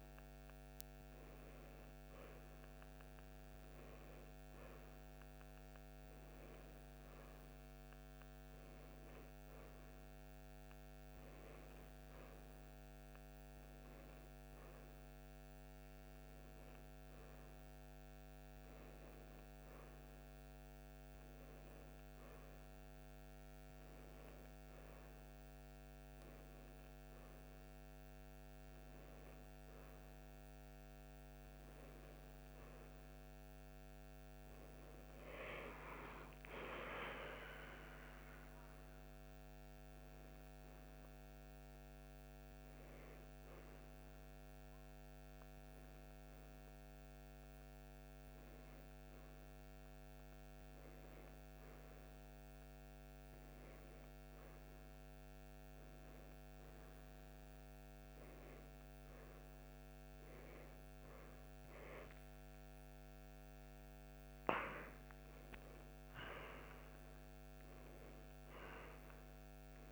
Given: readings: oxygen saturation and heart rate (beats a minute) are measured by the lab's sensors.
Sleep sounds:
breathing in sleep, hard to hear, by a microphone on the trachea; 1
30.50-36.00 s: arousal
40.50-57.00 s: hypopnea (oxygen 90% before, 89% lowest, heart rate 77 before, 84 extreme, up 30 after)
58.00-62.50 s: arousal
68.00-69.92 s: oxygen desaturation (device-marked, oxygen 96% before, 91% lowest, heart rate 95 before, 53 extreme)
From the record:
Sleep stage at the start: N1 (lightest sleep); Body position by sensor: on the right side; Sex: female

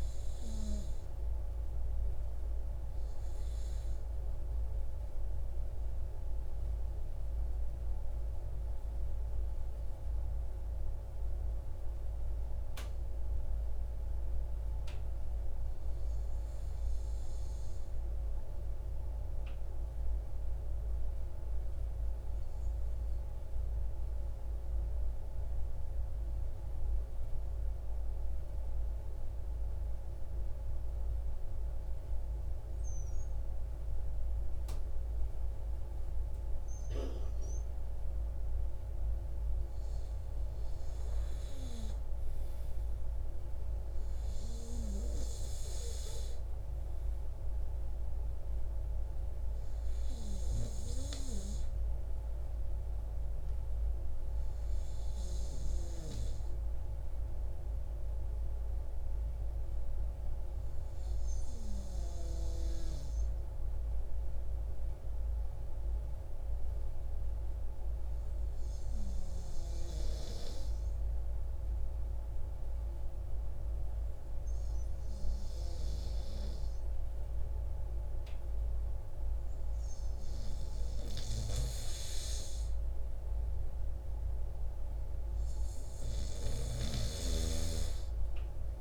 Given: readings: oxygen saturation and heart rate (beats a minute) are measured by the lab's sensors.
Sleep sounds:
breathing in sleep by a room microphone; 2
10.00-37.50 s: obstructive apnea (oxygen 97% before, 95% lowest, heart rate 114 before, 95 extreme, up 30 after)
42.00-46.00 s: arousal
56.00-80.00 s: obstructive apnea (oxygen 98% before, 95% lowest, heart rate 127 before, 66 extreme)
85.50-88.81 s: arousal
From the record:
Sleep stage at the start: N2 (light sleep); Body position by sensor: on the right side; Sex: male

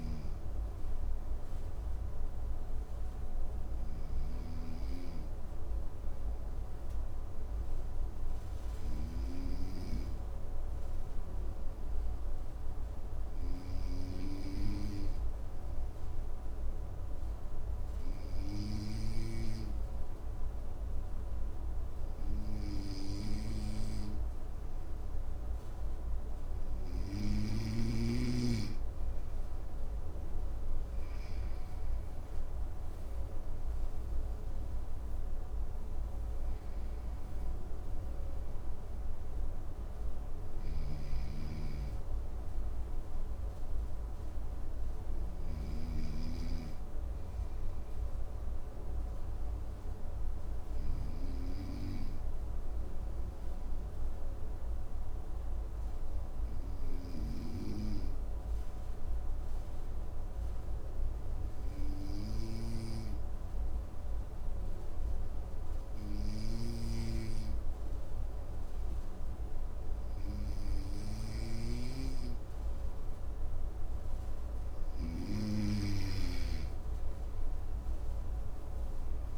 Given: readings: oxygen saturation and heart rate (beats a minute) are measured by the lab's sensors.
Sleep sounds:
breathing in sleep by a room microphone; 2
0.00-8.50 s: snoring (device-marked)
2.50-29.50 s: obstructive apnea (oxygen 97% before, 94% lowest, heart rate 59 before, 54 extreme, up 12 after)
33.00-37.00 s: arousal
39.50-45.00 s: snoring (device-marked)
47.00-74.50 s: obstructive apnea (oxygen 96% before, 94% lowest, heart rate 62 before, 54 extreme, up 8 after)
72.50-79.38 s: oxygen desaturation (device-marked, oxygen 98% before, 94% lowest, heart rate 54 before, 53 extreme)
77.00-79.38 s: arousal
From the record:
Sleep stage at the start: N2 (light sleep); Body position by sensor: on the right side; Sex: male

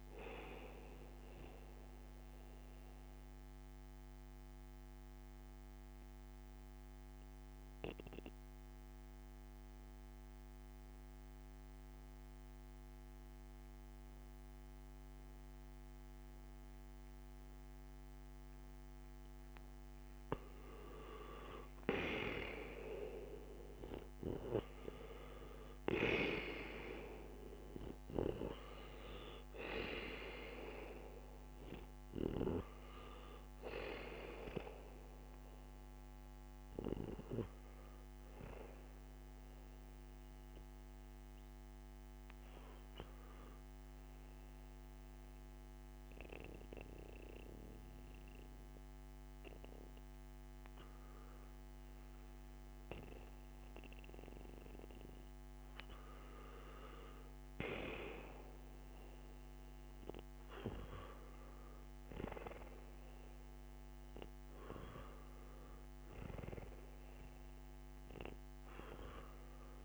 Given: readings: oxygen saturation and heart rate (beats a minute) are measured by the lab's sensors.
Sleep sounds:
breathing in sleep by a microphone on the trachea; 2
0.00-4.00 s: oxygen desaturation (device-marked, oxygen 93% lowest, heart rate 55 extreme)
2.00-20.00 s: obstructive apnea (oxygen 97% before, 90% lowest, heart rate 61 before, 55 extreme, up 4 after)
22.00-26.50 s: arousal
27.00-51.00 s: oxygen desaturation (device-marked, oxygen 96% before, 90% lowest, heart rate 62 before, 57 extreme)
41.00-55.00 s: obstructive apnea (oxygen 96% before, 90% lowest, heart rate 62 before, 57 extreme, up 2 after)
57.00-60.50 s: arousal
From the record:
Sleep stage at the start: N1 (lightest sleep); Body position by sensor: on the back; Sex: male

